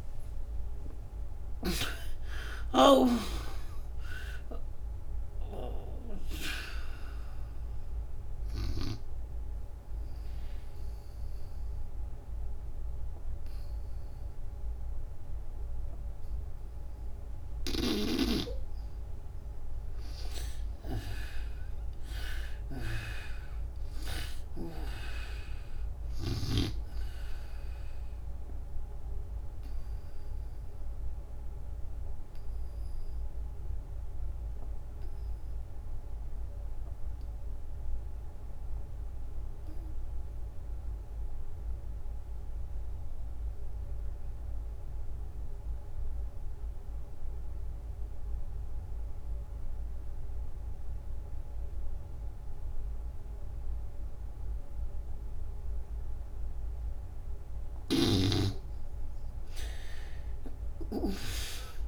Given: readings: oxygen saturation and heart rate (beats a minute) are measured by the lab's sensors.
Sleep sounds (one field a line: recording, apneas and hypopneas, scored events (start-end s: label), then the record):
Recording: breathing in sleep by a room microphone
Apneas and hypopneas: 2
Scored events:
0.00-2.50 s: arousal
0.00-18.50 s: oxygen desaturation (device-marked, oxygen 56% lowest, heart rate 60 extreme)
7.50-18.50 s: obstructive apnea (oxygen 71% before, 56% lowest, heart rate 80 before, 67 extreme, up 8 after)
21.00-24.50 s: arousal
29.00-56.00 s: obstructive apnea (oxygen 93% before, 58% lowest, heart rate 91 before, 57 extreme, up 42 after)
41.50-46.50 s: bradycardia (device-marked, heart rate 81 before, 58 extreme)
42.50-61.88 s: oxygen desaturation (device-marked, oxygen 93% before, 59% lowest, heart rate 84 before, 58 extreme)
From the record:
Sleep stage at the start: REM sleep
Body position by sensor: on the back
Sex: female